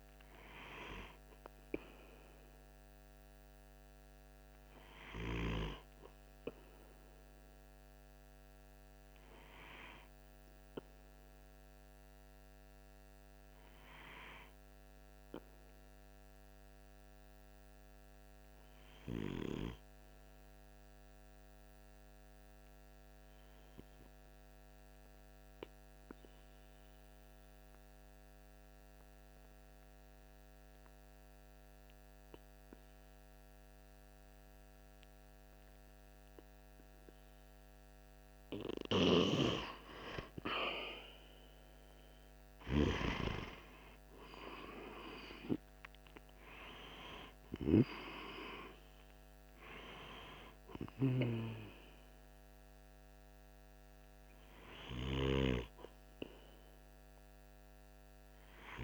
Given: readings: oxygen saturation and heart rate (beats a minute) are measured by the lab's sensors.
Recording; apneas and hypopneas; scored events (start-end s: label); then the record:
breathing in sleep by a microphone on the trachea; 1
16.00-37.00 s: obstructive apnea (oxygen 96% before, 91% lowest, heart rate 47 before, 44 extreme, up 13 after)
39.00-43.50 s: arousal
40.50-58.84 s: oxygen desaturation (device-marked, oxygen 97% before, 91% lowest, heart rate 47 before, 43 extreme)
From the record:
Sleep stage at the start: N2 (light sleep); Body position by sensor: on the right side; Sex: male